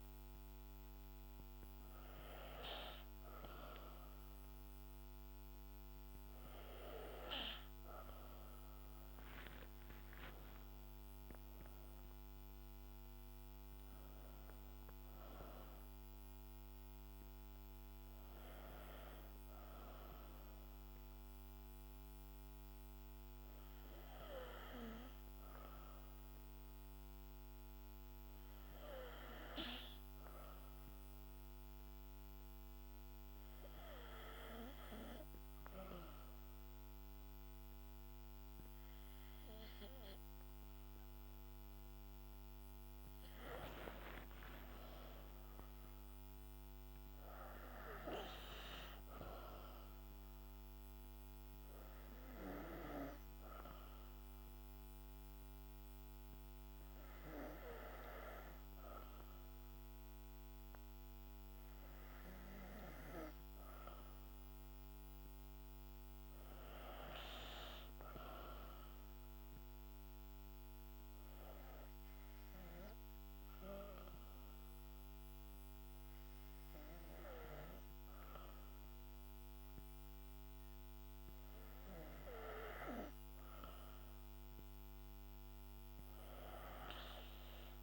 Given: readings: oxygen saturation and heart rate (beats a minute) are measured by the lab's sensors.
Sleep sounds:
breathing in sleep by a microphone on the trachea; 2
0.00-6.50 s: oxygen desaturation (device-marked, oxygen 95% lowest, heart rate 64 extreme)
9.00-12.50 s: arousal
23.50-40.50 s: hypopnea (oxygen 97% before, 91% lowest, heart rate 70 before, 63 extreme)
37.50-65.50 s: oxygen desaturation (device-marked, oxygen 97% before, 91% lowest, heart rate 66 before, 63 extreme)
70.00-83.50 s: hypopnea (oxygen 97% before, 91% lowest, heart rate 68 before, 63 extreme, up 6 after)
From the record:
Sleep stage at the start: N2 (light sleep); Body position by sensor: on the back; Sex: female

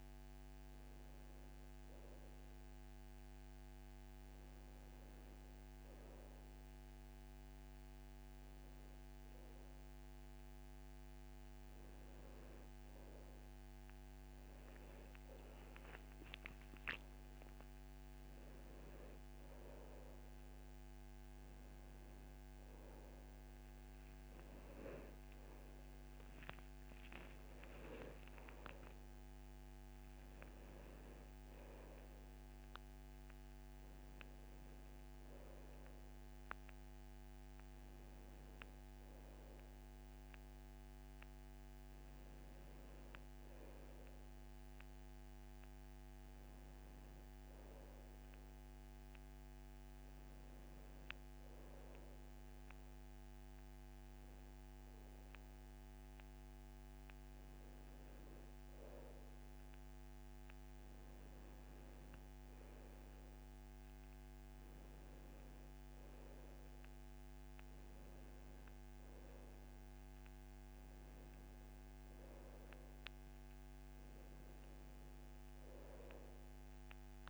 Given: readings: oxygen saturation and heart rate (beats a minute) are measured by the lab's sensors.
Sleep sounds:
breathing in sleep, hard to hear, by a microphone on the trachea; none
none scored
From the record:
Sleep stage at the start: N1 (lightest sleep); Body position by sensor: on the back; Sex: male

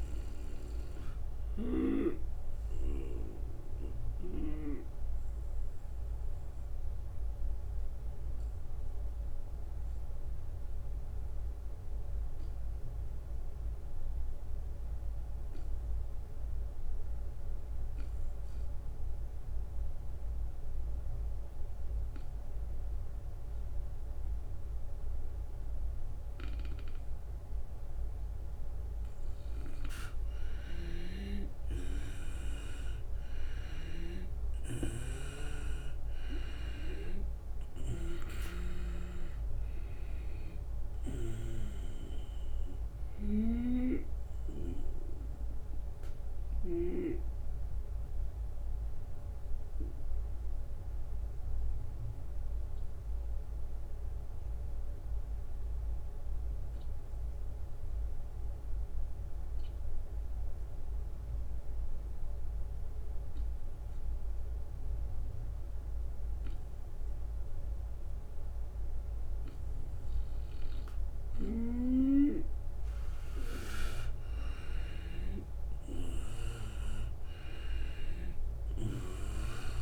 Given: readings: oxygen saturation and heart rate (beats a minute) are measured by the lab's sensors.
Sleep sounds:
breathing in sleep by a room microphone; 2
0.00-1.50 s: long interval between heartbeats (device-marked, heart rate 82 extreme)
0.00-1.50 s: snoring (device-marked)
0.00-6.00 s: drop in pulse transit time (device-marked, heart rate 58 extreme)
3.50-28.00 s: obstructive apnea (oxygen 97% before, 91% lowest, heart rate 79 before, 58 extreme, up 4 after)
5.50-7.50 s: long interval between heartbeats (device-marked, heart rate 79 before, 58 extreme)
26.00-38.50 s: snoring (device-marked)
30.50-35.50 s: arousal
31.00-59.00 s: oxygen desaturation (device-marked, oxygen 96% before, 92% lowest, heart rate 76 before, 74 extreme)
36.00-47.00 s: drop in pulse transit time (device-marked, heart rate 78 before, 80 extreme)
49.00-71.00 s: obstructive apnea (oxygen 97% before, 90% lowest, heart rate 79 before, 74 extreme, up 6 after)
74.00-78.50 s: arousal
74.00-79.82 s: oxygen desaturation (device-marked, oxygen 96% before, 91% lowest, heart rate 76 before, 75 extreme)
76.00-79.82 s: drop in pulse transit time (device-marked, heart rate 76 before, 78 extreme)
From the record:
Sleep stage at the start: N2 (light sleep); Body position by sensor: on the right side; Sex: male

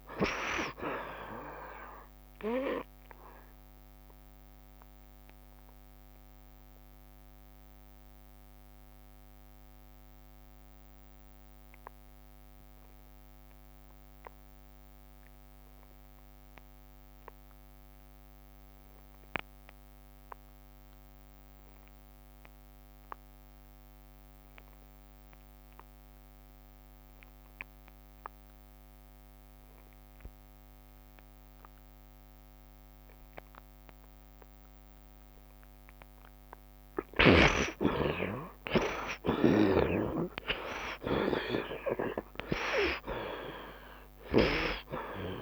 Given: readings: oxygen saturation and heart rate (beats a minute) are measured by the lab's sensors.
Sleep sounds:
breathing in sleep by a microphone on the trachea; 1
0.00-16.50 s: oxygen desaturation (device-marked, oxygen 53% lowest, heart rate 72 extreme)
5.00-37.00 s: obstructive apnea (oxygen 81% before, 53% lowest, heart rate 80 before, 72 extreme, up 7 after)
21.50-45.42 s: oxygen desaturation (device-marked, oxygen 85% before, 53% lowest, heart rate 78 before, 72 extreme)
38.50-43.00 s: arousal
From the record:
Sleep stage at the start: N2 (light sleep); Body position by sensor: on the right side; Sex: male

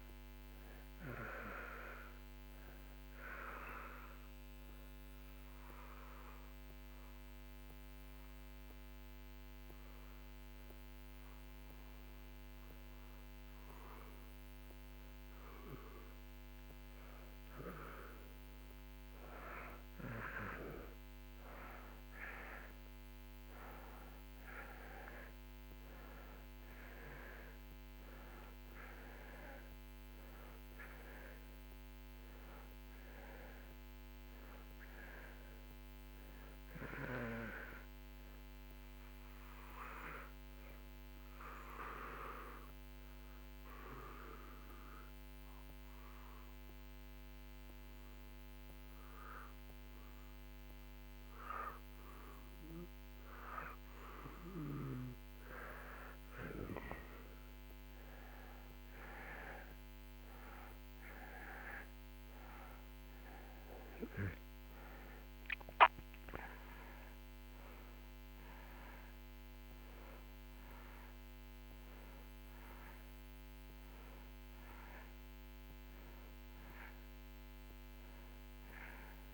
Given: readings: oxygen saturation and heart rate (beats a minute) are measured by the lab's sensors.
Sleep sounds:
breathing in sleep by a microphone on the trachea; 2
0.00-14.50 s: oxygen desaturation (device-marked, oxygen 86% lowest)
3.50-15.50 s: mixed apnea (oxygen 94% before, 86% lowest)
17.50-21.00 s: arousal
28.50-53.50 s: oxygen desaturation (device-marked, oxygen 94% before, 86% lowest)
42.50-53.50 s: obstructive apnea (oxygen 94% before, 86% lowest)
56.50-61.50 s: arousal
67.50-79.34 s: oxygen desaturation (device-marked, oxygen 95% before, 86% lowest)
From the record:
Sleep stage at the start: N2 (light sleep); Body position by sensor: on the back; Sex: male

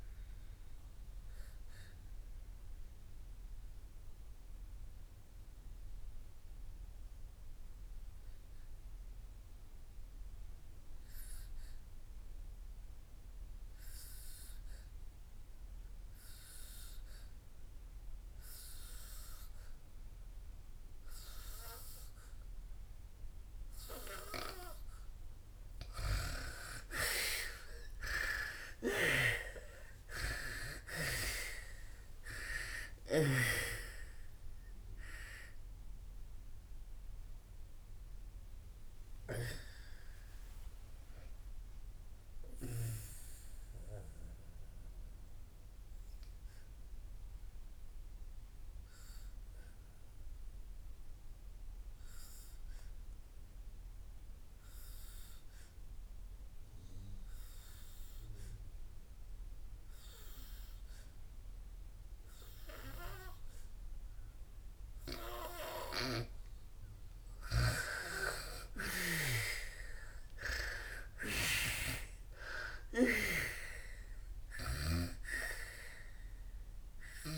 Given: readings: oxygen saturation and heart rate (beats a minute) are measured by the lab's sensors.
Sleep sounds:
breathing in sleep by a room microphone; 2
0.00-15.50 s: oxygen desaturation (device-marked, oxygen 85% lowest, heart rate 57 extreme)
1.00-25.50 s: obstructive apnea (oxygen 98% before, 84% lowest, heart rate 71 before, 57 extreme, up 31 after)
17.50-57.50 s: oxygen desaturation (device-marked, oxygen 99% before, 84% lowest, heart rate 63 before, 61 extreme)
27.50-33.00 s: arousal
44.00-66.50 s: obstructive apnea (oxygen 99% before, 84% lowest, heart rate 80 before, 58 extreme, up 13 after)
65.50-77.38 s: oxygen desaturation (device-marked, oxygen 99% before, 84% lowest, heart rate 64 before, 58 extreme)
68.00-71.00 s: arousal
From the record:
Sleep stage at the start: N2 (light sleep); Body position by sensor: on the back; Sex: female

